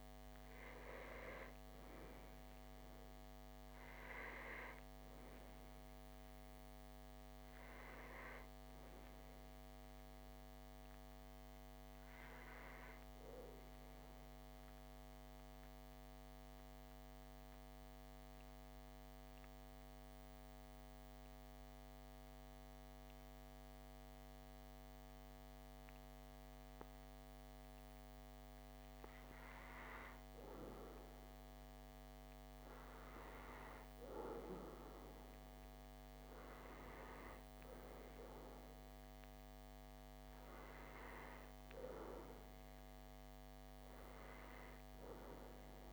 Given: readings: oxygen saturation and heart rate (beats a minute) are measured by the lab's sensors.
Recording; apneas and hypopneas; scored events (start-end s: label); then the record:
breathing in sleep by a microphone on the trachea; 1
13.00-27.50 s: mixed apnea (oxygen 96% before, 94% lowest, heart rate 66 before, 63 extreme, up 2 after)
30.50-34.00 s: arousal
From the record:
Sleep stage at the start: REM sleep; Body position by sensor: on the back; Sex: male